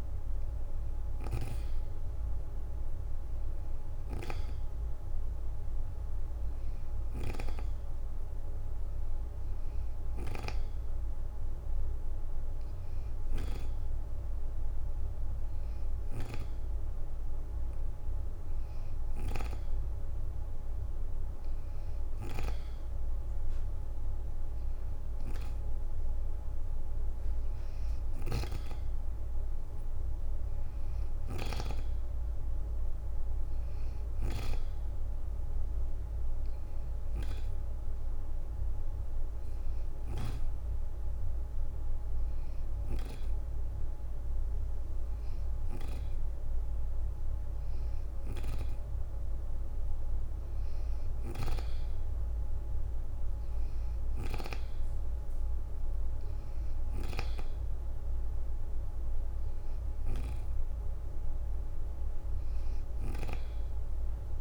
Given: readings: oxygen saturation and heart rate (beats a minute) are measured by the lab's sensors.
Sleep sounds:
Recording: breathing in sleep by a room microphone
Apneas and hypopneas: none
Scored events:
0.00-1.00 s: snoring (device-marked)
27.50-31.00 s: snoring (device-marked)
28.00-31.00 s: leg movement (device-marked)
39.00-40.50 s: leg movement (device-marked)
50.50-54.00 s: snoring (device-marked)
59.00-62.00 s: leg movement (device-marked)
From the record:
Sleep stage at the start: N2 (light sleep)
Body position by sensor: on the back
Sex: female

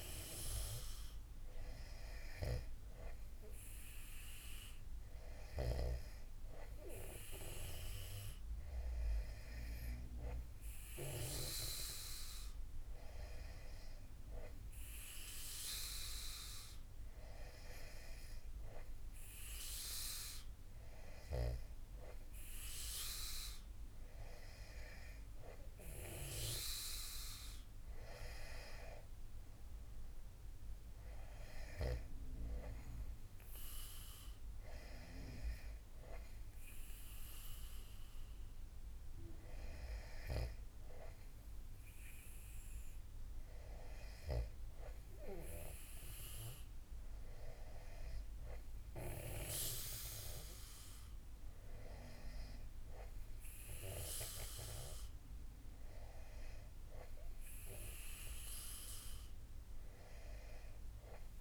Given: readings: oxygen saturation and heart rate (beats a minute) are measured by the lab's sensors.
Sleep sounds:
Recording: breathing in sleep by a room microphone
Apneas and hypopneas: none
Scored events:
none scored
From the record:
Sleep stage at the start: N2 (light sleep)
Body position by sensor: on the back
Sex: male

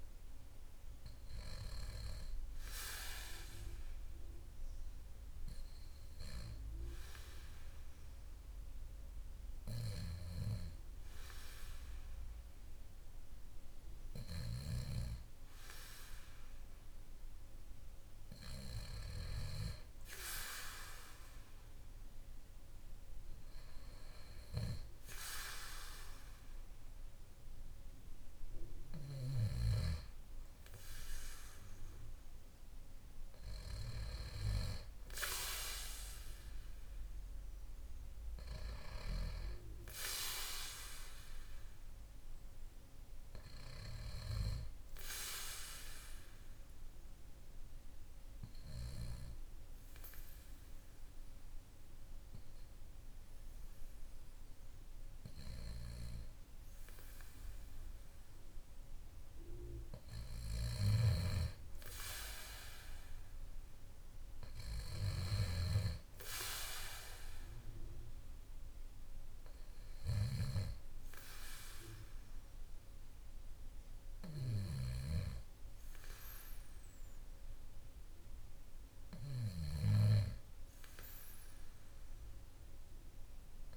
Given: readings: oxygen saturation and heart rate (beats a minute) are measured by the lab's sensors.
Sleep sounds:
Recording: breathing in sleep by a room microphone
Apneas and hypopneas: 2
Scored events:
0.00-1.50 s: arousal
3.50-15.00 s: hypopnea (oxygen 97% before, 94% lowest, heart rate 55 before, 53 extreme, up 1 after)
17.00-21.00 s: arousal
48.00-59.50 s: hypopnea (oxygen 95% before, 93% lowest, heart rate 54 before, 50 extreme, up 3 after)
62.00-65.00 s: arousal
From the record:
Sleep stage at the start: N2 (light sleep)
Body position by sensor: on the back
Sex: male

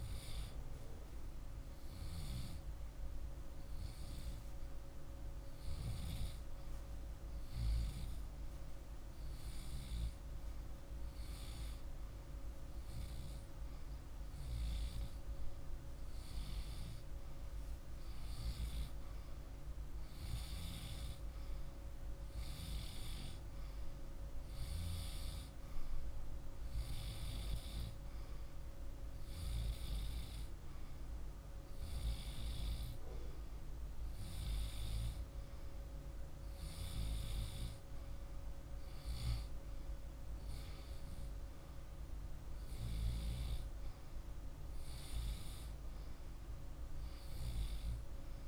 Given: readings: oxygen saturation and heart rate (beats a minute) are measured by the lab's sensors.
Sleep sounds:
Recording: breathing in sleep by a room microphone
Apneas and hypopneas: 1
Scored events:
2.00-4.00 s: oxygen desaturation (device-marked, oxygen 97% before, 93% lowest, heart rate 50 before, 51 extreme)
5.00-16.50 s: hypopnea (oxygen 98% before, 95% lowest, heart rate 51 before, 50 extreme, up 2 after)
18.00-21.50 s: arousal
From the record:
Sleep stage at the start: REM sleep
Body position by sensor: on the left side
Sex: male

